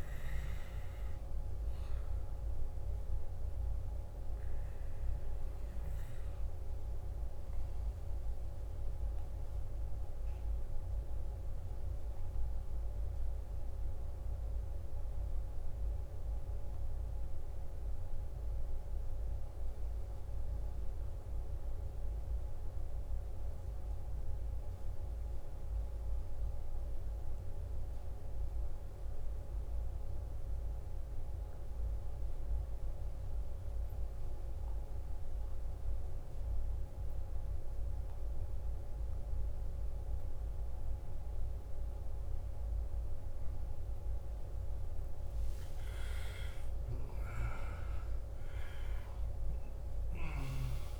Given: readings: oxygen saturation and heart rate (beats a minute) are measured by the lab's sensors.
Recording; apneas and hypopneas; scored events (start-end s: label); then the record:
breathing in sleep, hard to hear, by a room microphone; 1
0.00-17.50 s: oxygen desaturation (device-marked, oxygen 89% lowest, heart rate 53 extreme)
8.50-45.00 s: obstructive apnea (oxygen 94% before, 89% lowest, heart rate 63 before, 52 extreme, up 16 after)
34.50-51.00 s: oxygen desaturation (device-marked, oxygen 98% before, 89% lowest, heart rate 55 before, 52 extreme)
43.50-51.00 s: new sleep stage, N1 (lightest sleep)
46.50-51.00 s: arousal
From the record:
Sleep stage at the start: N2 (light sleep); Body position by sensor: on the back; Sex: male